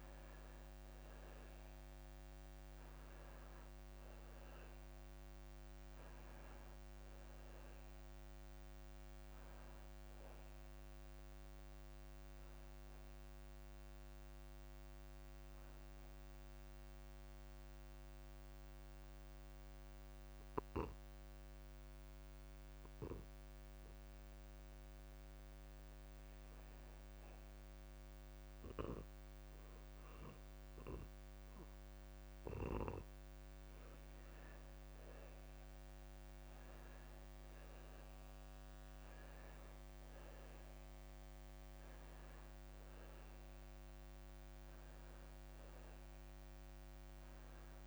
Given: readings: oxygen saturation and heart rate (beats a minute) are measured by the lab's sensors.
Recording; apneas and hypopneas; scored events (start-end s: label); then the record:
breathing in sleep, hard to hear, by a microphone on the trachea; 1
0.00-3.00 s: arousal
0.00-23.00 s: oxygen desaturation (device-marked, oxygen 90% lowest)
15.00-34.50 s: mixed apnea (oxygen 96% before, 85% lowest)
37.50-40.50 s: arousal
38.00-47.86 s: oxygen desaturation (device-marked, oxygen 97% before, 92% lowest)
From the record:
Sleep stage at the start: N2 (light sleep); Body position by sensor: on the back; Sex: male